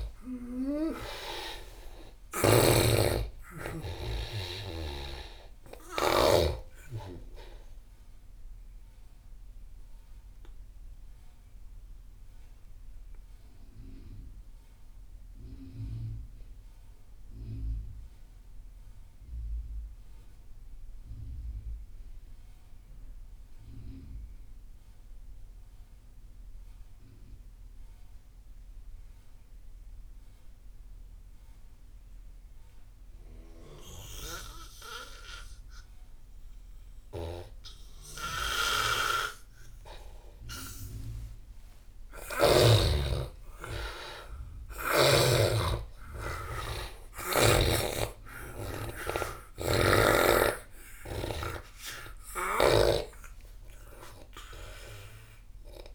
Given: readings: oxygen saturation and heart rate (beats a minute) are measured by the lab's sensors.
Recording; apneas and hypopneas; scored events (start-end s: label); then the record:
breathing in sleep by a room microphone; 1
0.00-2.00 s: snoring (device-marked)
0.00-20.00 s: oxygen desaturation (device-marked, oxygen 77% lowest)
8.50-39.00 s: mixed apnea (oxygen 96% before, 77% lowest)
35.00-55.95 s: oxygen desaturation (device-marked, oxygen 98% before, 83% lowest)
41.00-46.00 s: arousal
49.00-52.50 s: snoring (device-marked)
From the record:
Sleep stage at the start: N2 (light sleep); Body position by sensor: on the back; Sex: male